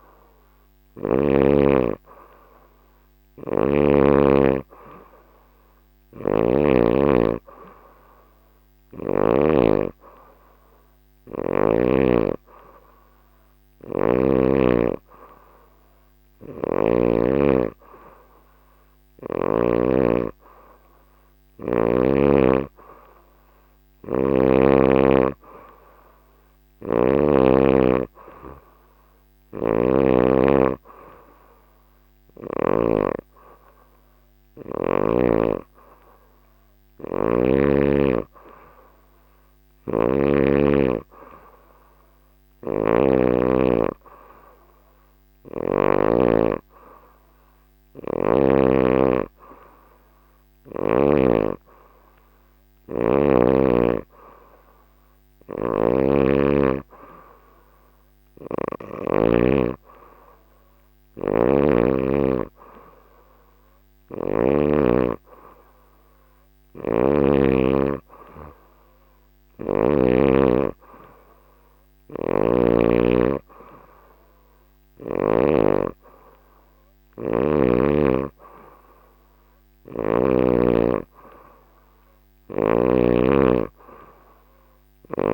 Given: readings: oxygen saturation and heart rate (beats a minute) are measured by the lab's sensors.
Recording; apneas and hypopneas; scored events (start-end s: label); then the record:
breathing in sleep by a microphone on the trachea; none
5.50-9.00 s: snoring (device-marked)
23.50-27.00 s: snoring (device-marked)
29.00-32.50 s: snoring (device-marked)
42.00-45.50 s: snoring (device-marked)
55.00-59.00 s: snoring (device-marked)
66.00-69.50 s: snoring (device-marked)
71.50-75.00 s: snoring (device-marked)
From the record:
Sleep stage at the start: N3 (deep sleep); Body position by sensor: on the back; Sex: female